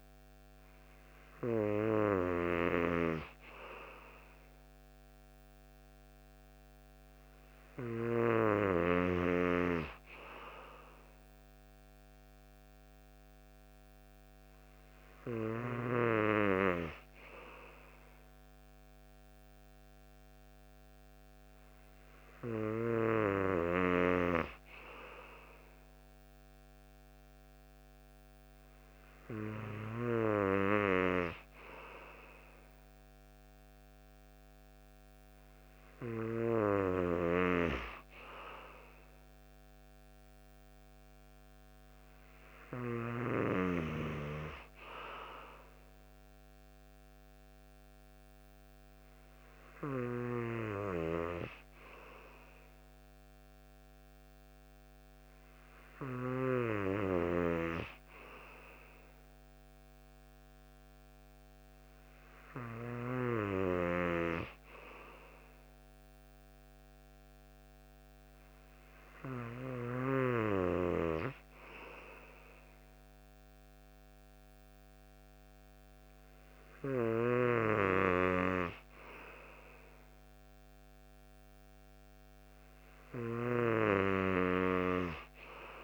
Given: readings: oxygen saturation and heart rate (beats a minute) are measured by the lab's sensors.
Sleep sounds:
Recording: breathing in sleep by a microphone on the trachea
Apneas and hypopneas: none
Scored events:
none scored
From the record:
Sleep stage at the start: N3 (deep sleep)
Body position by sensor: on the right side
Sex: male

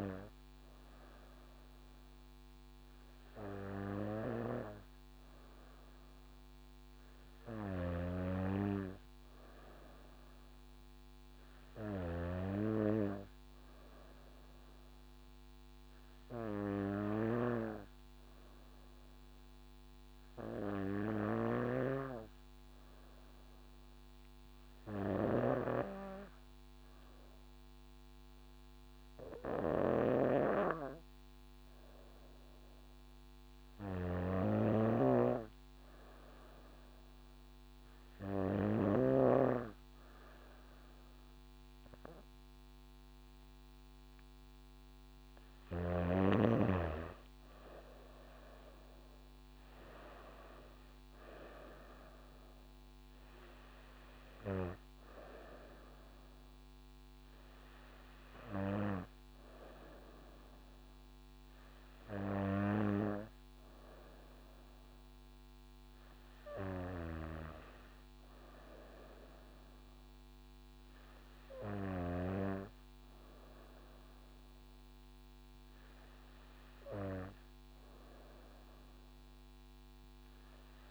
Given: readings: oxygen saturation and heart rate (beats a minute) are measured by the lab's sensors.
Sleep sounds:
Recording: breathing in sleep by a microphone on the trachea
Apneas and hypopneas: 1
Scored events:
14.50-34.00 s: hypopnea (oxygen 96% before, 93% lowest, heart rate 65 before, 61 extreme, up 1 after)
17.00-22.00 s: snoring (device-marked)
37.50-40.50 s: arousal
46.50-50.50 s: leg movement (device-marked)
47.50-52.00 s: arousal
48.50-57.50 s: drop in pulse transit time (device-marked, heart rate 67 before, 64 extreme)
From the record:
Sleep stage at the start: N2 (light sleep)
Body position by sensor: on the back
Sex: female

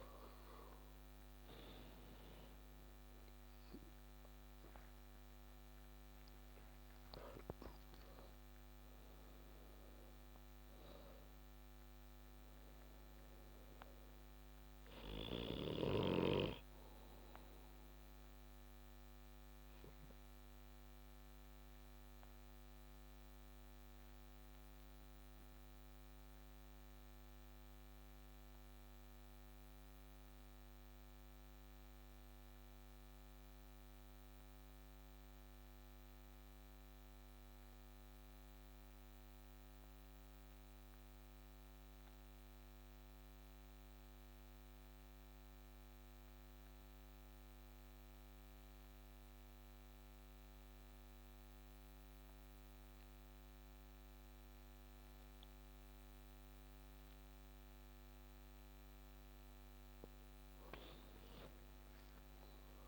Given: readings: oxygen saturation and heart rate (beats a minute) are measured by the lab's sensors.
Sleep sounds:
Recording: breathing in sleep, hard to hear, by a microphone on the trachea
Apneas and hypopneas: 1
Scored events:
1.00-7.00 s: arousal
19.00-58.50 s: obstructive apnea (oxygen 97% before, 94% lowest)
From the record:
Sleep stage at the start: N2 (light sleep)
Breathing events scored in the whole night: 249 in 4.6 hours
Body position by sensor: on the back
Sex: male

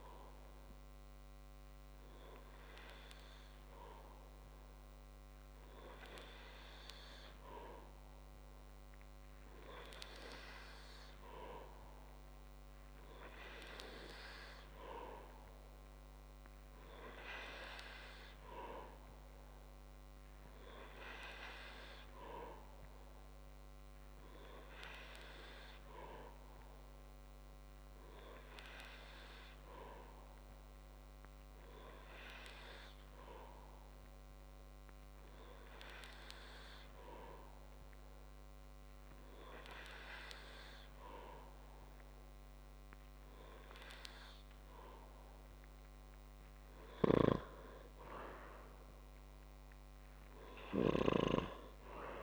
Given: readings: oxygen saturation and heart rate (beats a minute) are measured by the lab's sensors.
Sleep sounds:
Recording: breathing in sleep by a microphone on the trachea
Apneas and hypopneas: none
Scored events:
none scored
From the record:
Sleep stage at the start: N3 (deep sleep)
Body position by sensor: on the back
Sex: male

